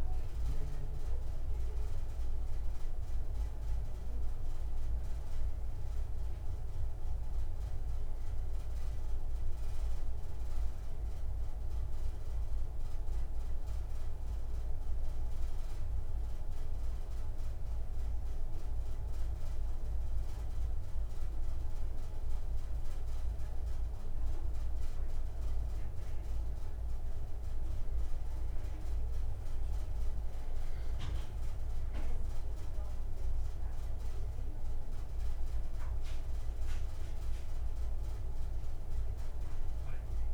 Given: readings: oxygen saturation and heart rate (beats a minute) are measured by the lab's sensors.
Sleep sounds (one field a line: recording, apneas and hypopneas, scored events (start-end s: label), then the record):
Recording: breathing in sleep, hard to hear, by a room microphone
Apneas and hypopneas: none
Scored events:
none scored
From the record:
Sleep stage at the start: N2 (light sleep)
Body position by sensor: on the back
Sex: male